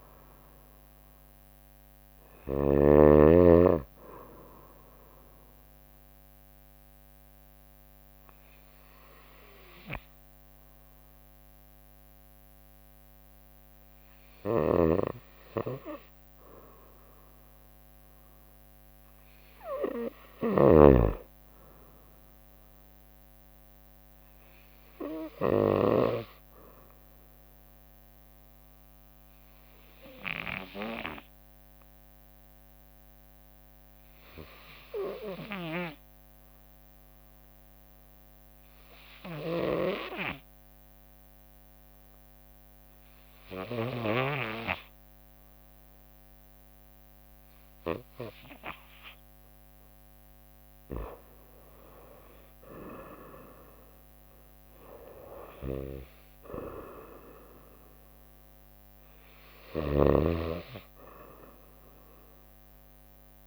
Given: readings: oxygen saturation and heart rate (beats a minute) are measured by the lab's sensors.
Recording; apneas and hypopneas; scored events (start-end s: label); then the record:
breathing in sleep by a microphone on the trachea; 2
0.00-3.00 s: snoring (device-marked)
0.00-5.00 s: drop in pulse transit time (device-marked, heart rate 67 extreme)
0.00-17.00 s: oxygen desaturation (device-marked, oxygen 89% lowest, heart rate 61 extreme)
4.50-17.00 s: obstructive apnea (oxygen 96% before, 85% lowest, heart rate 66 before, 61 extreme, up 2 after)
14.50-26.00 s: snoring (device-marked)
21.00-24.50 s: arousal
28.00-49.00 s: obstructive apnea (oxygen 98% before, 85% lowest, heart rate 65 before, 56 extreme)
40.00-63.47 s: oxygen desaturation (device-marked, oxygen 95% before, 85% lowest, heart rate 64 before, 56 extreme)
44.00-58.00 s: drop in pulse transit time (device-marked, heart rate 63 before, 56 extreme)
47.00-49.00 s: long interval between heartbeats (device-marked, heart rate 63 before, 63 extreme)
50.00-52.00 s: bradycardia (device-marked, heart rate 65 before, 60 extreme)
52.00-56.00 s: arousal
59.50-63.47 s: snoring (device-marked)
From the record:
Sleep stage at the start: N2 (light sleep); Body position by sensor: on the right side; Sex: female